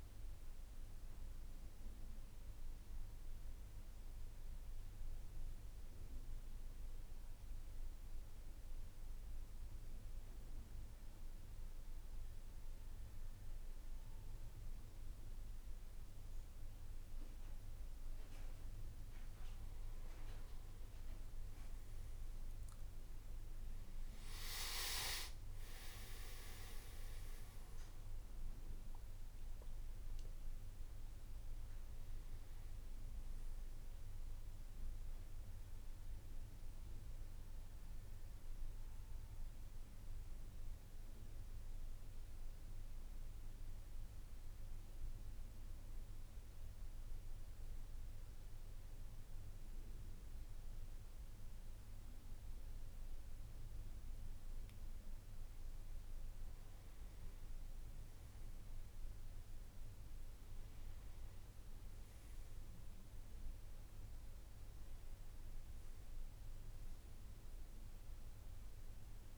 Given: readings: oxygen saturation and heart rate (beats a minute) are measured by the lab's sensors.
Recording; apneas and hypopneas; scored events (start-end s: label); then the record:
breathing in sleep, hard to hear, by a room microphone; 2
0.00-4.00 s: oxygen desaturation (device-marked, oxygen 94% lowest, heart rate 54 extreme)
5.00-20.00 s: mixed apnea (oxygen 97% before, 92% lowest, heart rate 59 before, 54 extreme, up 9 after)
22.00-40.00 s: oxygen desaturation (device-marked, oxygen 97% before, 92% lowest, heart rate 56 before, 54 extreme)
40.50-55.50 s: mixed apnea (oxygen 97% before, 92% lowest, heart rate 62 before, 53 extreme, up 6 after)
64.00-69.38 s: oxygen desaturation (device-marked, oxygen 99% before, 93% lowest, heart rate 57 before, 53 extreme)
From the record:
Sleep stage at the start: N1 (lightest sleep); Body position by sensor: on the back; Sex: male